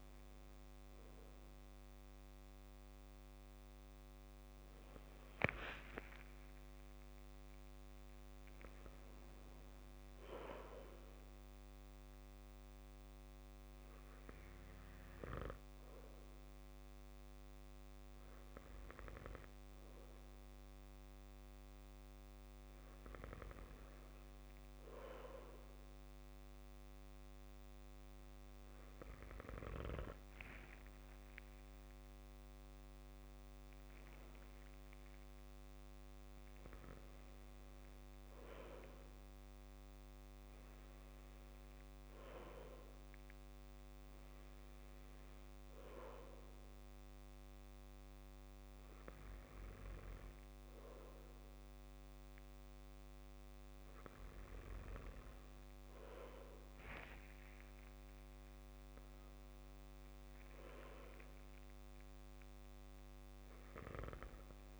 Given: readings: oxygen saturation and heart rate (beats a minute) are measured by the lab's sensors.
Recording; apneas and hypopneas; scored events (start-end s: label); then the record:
breathing in sleep by a microphone on the trachea; none
none scored
From the record:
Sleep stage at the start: N2 (light sleep); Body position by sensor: on the back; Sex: male